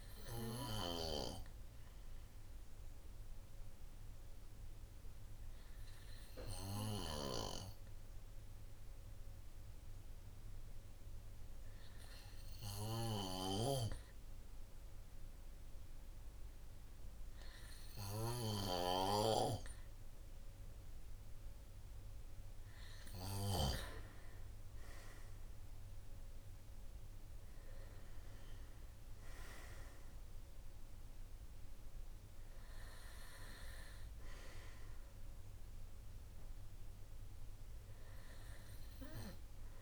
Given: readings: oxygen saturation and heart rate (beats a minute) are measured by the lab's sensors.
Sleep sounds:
breathing in sleep by a room microphone; 1
0.00-13.00 s: oxygen desaturation (device-marked, oxygen 94% lowest, heart rate 48 extreme)
2.00-21.00 s: obstructive apnea (oxygen 98% before, 94% lowest, heart rate 56 before, 49 extreme, up 7 after)
22.50-26.50 s: arousal
From the record:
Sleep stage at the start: N2 (light sleep); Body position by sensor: on the right side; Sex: male

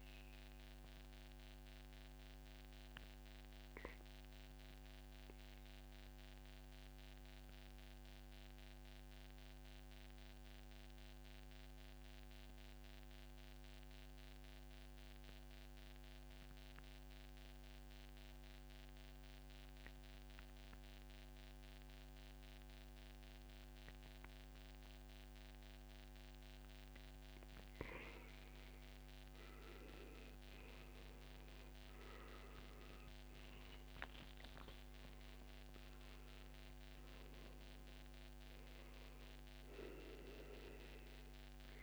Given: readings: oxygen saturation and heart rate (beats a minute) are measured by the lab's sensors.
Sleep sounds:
breathing in sleep, hard to hear, by a microphone on the trachea; 1
1.50-25.00 s: obstructive apnea (oxygen 96% before, 91% lowest, heart rate 136 before, 99 extreme, up 43 after)
12.50-14.50 s: long interval between heartbeats (device-marked, heart rate 145 before, 117 extreme)
26.00-41.83 s: oxygen desaturation (device-marked, oxygen 97% before, 92% lowest, heart rate 125 before, 99 extreme)
28.00-32.00 s: arousal
From the record:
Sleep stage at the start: N2 (light sleep); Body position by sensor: on the back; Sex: male

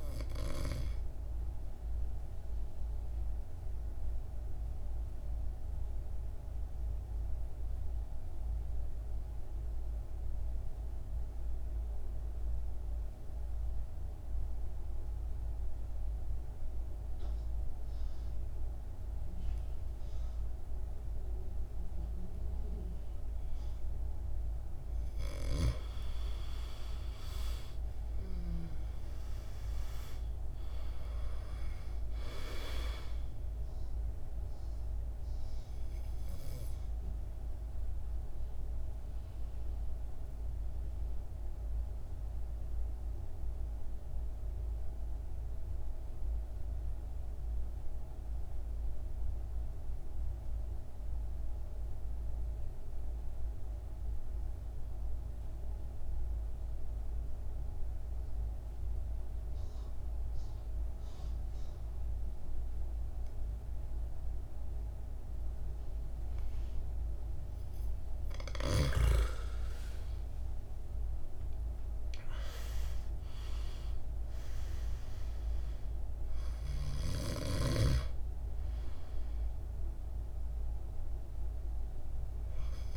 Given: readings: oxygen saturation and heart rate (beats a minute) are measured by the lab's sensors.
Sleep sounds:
breathing in sleep by a room microphone; 2
0.00-17.00 s: oxygen desaturation (device-marked, oxygen 86% lowest, heart rate 51 extreme)
2.50-24.50 s: obstructive apnea (oxygen 99% before, 82% lowest, heart rate 61 before, 50 extreme, up 13 after)
24.00-56.00 s: oxygen desaturation (device-marked, oxygen 98% before, 83% lowest, heart rate 53 before, 50 extreme)
26.00-29.00 s: arousal
37.50-69.00 s: mixed apnea (oxygen 98% before, 80% lowest, heart rate 59 before, 50 extreme, up 16 after)
66.00-82.97 s: oxygen desaturation (device-marked, oxygen 99% before, 80% lowest, heart rate 54 before, 51 extreme)
70.00-73.50 s: arousal
From the record:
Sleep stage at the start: N2 (light sleep); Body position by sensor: on the back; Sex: male

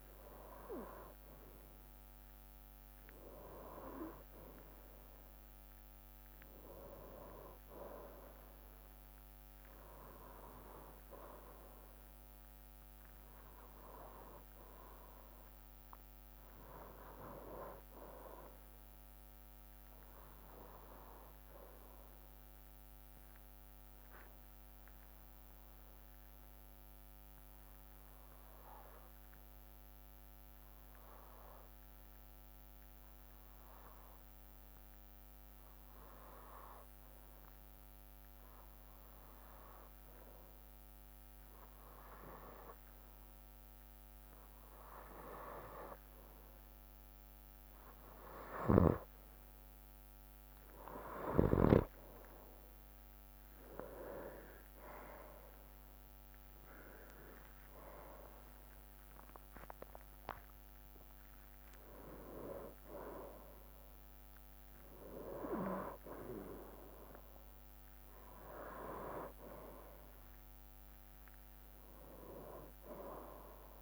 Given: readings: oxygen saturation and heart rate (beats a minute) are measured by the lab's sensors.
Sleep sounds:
breathing in sleep by a microphone on the trachea; 1
21.50-48.00 s: hypopnea (oxygen 98% before, 94% lowest, heart rate 68 before, 63 extreme, up 1 after)
45.00-57.00 s: oxygen desaturation (device-marked, oxygen 97% before, 94% lowest, heart rate 65 before, 64 extreme)
56.00-68.00 s: drop in pulse transit time (device-marked, heart rate 66 before, 66 extreme)
57.00-61.50 s: arousal
From the record:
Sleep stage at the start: N2 (light sleep); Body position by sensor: on the right side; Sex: male

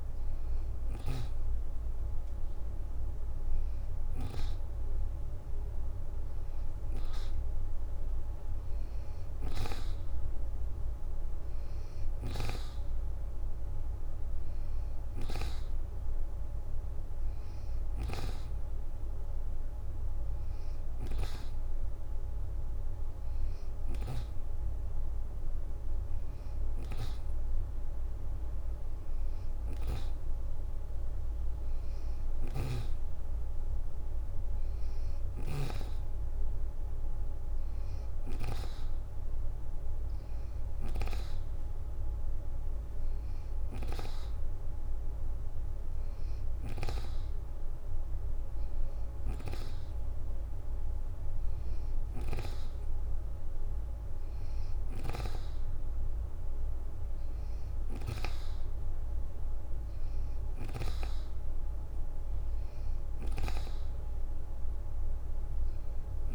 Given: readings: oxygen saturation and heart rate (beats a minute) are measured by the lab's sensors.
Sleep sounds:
breathing in sleep by a room microphone; none
23.00-25.50 s: leg movement (device-marked)
31.50-35.00 s: snoring (device-marked)
From the record:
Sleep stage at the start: N2 (light sleep); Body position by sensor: on the back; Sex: female

